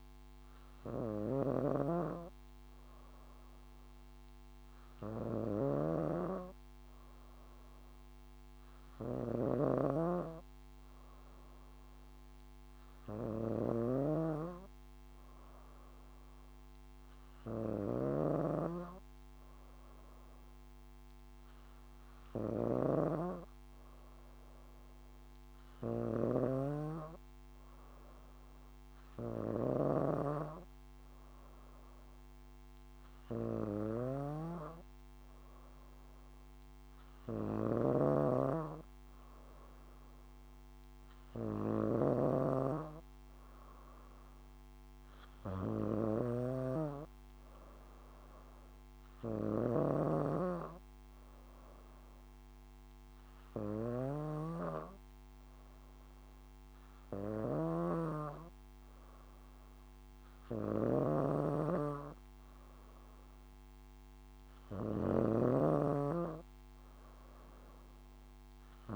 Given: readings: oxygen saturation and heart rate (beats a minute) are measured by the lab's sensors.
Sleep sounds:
breathing in sleep by a microphone on the trachea; none
0.00-3.50 s: oxygen desaturation (device-marked, oxygen 91% lowest, heart rate 64 extreme)
0.00-68.96 s: snoring (device-marked)
From the record:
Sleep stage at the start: N2 (light sleep); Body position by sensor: on the back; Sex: female

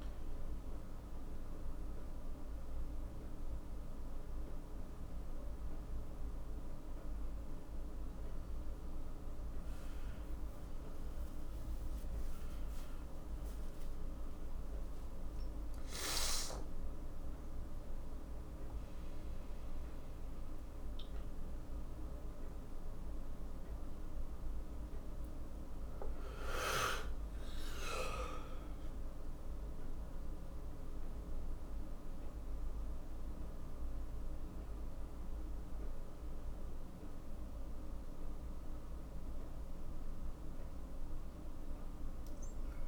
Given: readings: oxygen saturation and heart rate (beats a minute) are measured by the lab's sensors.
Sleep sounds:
a person awake in a sleep study, hard to hear, by a room microphone; none
0.50-10.50 s: oxygen desaturation (device-marked, oxygen 99% before, 93% lowest, heart rate 61 before, 59 extreme)
From the record:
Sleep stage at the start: awake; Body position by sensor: on the right side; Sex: male

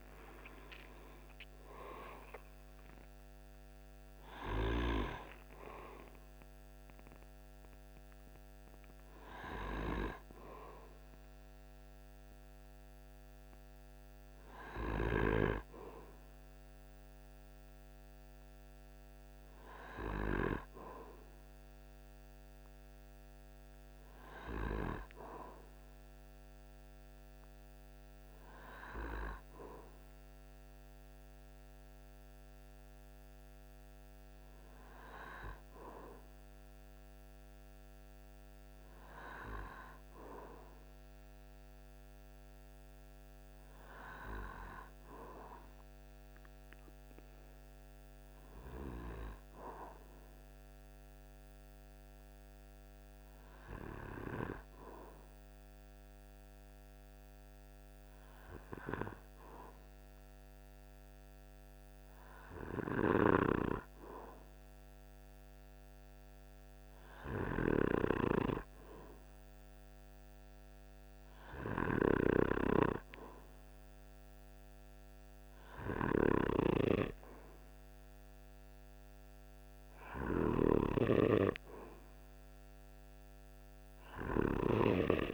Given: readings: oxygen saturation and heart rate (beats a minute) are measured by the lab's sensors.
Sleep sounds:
breathing in sleep by a microphone on the trachea; 1
0.00-1.50 s: arousal
48.50-63.50 s: hypopnea (oxygen 97% before, 95% lowest, heart rate 50 before, 47 extreme, up 1 after)
65.00-68.50 s: arousal
76.00-80.50 s: snoring (device-marked)
From the record:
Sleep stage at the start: N2 (light sleep); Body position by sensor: on the right side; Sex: male

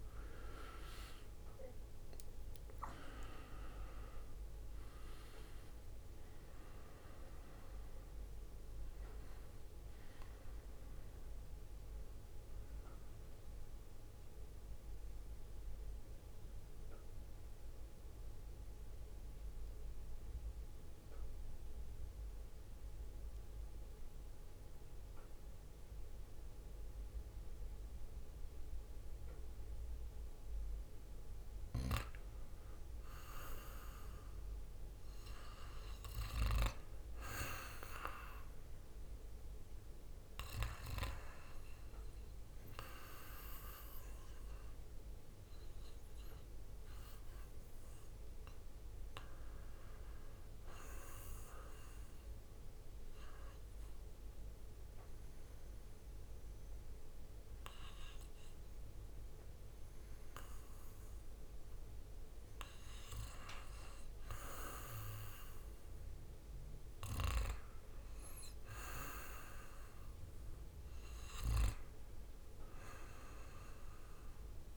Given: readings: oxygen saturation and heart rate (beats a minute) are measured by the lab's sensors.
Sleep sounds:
breathing in sleep by a room microphone; 2
0.00-27.00 s: oxygen desaturation (device-marked, oxygen 90% lowest, heart rate 54 extreme)
1.00-16.00 s: drop in pulse transit time (device-marked, heart rate 54 before, 57 extreme)
15.50-30.50 s: hypopnea (oxygen 98% before, 90% lowest, heart rate 63 before, 53 extreme, up 5 after)
31.50-35.50 s: arousal
40.00-54.00 s: oxygen desaturation (device-marked, oxygen 99% before, 93% lowest, heart rate 57 before, 53 extreme)
50.00-60.00 s: hypopnea (oxygen 99% before, 93% lowest, heart rate 58 before, 53 extreme, up 4 after)
61.00-65.00 s: arousal
From the record:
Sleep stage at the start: REM sleep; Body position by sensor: on the back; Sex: male

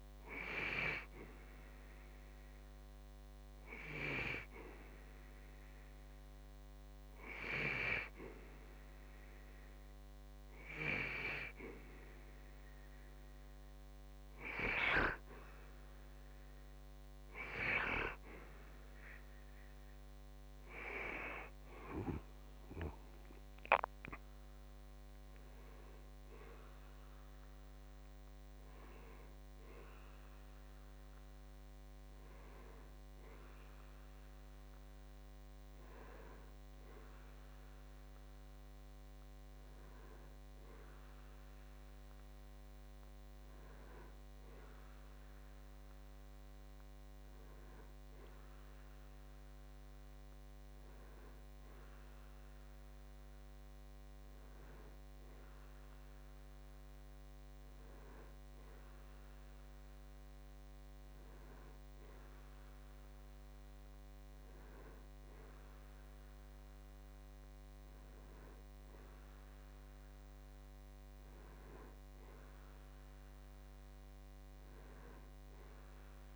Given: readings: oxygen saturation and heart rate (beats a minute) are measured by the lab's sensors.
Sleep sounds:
breathing in sleep by a microphone on the trachea; 1
3.00-13.50 s: hypopnea (oxygen 94% before, 91% lowest, heart rate 63 before, 63 extreme, up 8 after)
19.00-23.00 s: arousal
From the record:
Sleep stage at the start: N2 (light sleep); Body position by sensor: on the back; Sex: male

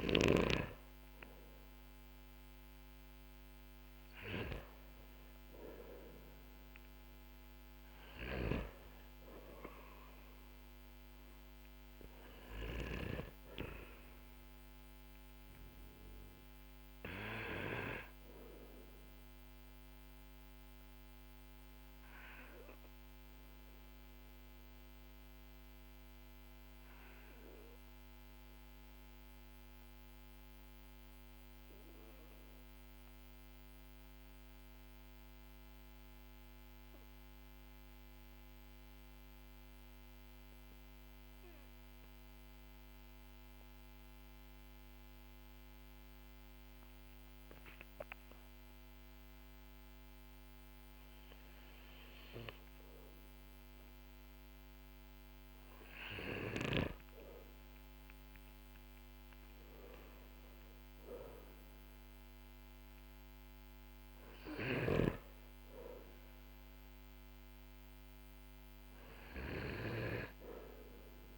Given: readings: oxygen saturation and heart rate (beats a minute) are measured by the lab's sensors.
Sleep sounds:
breathing in sleep by a microphone on the trachea; 1
7.50-12.50 s: snoring (device-marked)
14.50-43.50 s: oxygen desaturation (device-marked, oxygen 96% before, 93% lowest, heart rate 54 before, 44 extreme)
19.00-55.00 s: obstructive apnea (oxygen 99% before, 93% lowest, heart rate 53 before, 44 extreme, up 1 after)
57.00-62.00 s: arousal
64.00-71.38 s: snoring (device-marked)
From the record:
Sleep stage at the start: N2 (light sleep); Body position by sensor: on the back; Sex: male

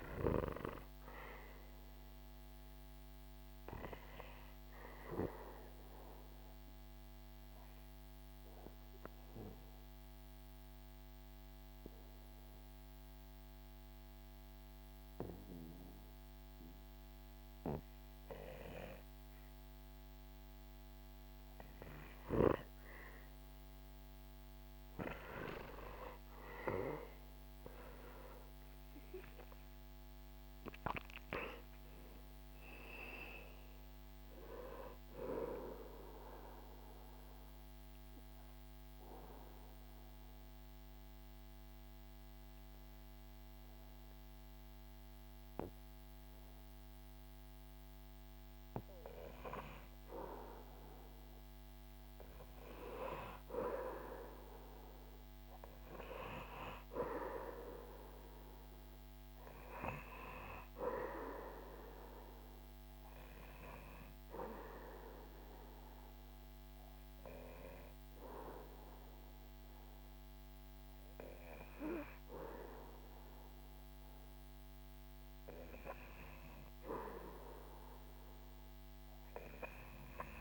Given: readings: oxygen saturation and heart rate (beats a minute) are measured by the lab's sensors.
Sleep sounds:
breathing in sleep by a microphone on the trachea; 3
0.00-17.50 s: oxygen desaturation (device-marked, oxygen 92% lowest, heart rate 67 extreme)
1.50-21.00 s: obstructive apnea (oxygen 98% before, 92% lowest, heart rate 74 before, 67 extreme, up 7 after)
23.50-28.00 s: arousal
31.50-50.50 s: oxygen desaturation (device-marked, oxygen 98% before, 93% lowest, heart rate 76 before, 67 extreme)
36.50-49.00 s: obstructive apnea (oxygen 98% before, 93% lowest, heart rate 78 before, 68 extreme, up 9 after)
51.50-56.00 s: arousal
63.00-75.00 s: obstructive apnea (oxygen 98% before, 94% lowest, heart rate 73 before, 68 extreme, up 7 after)
From the record:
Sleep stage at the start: N2 (light sleep); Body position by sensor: on the back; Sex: male

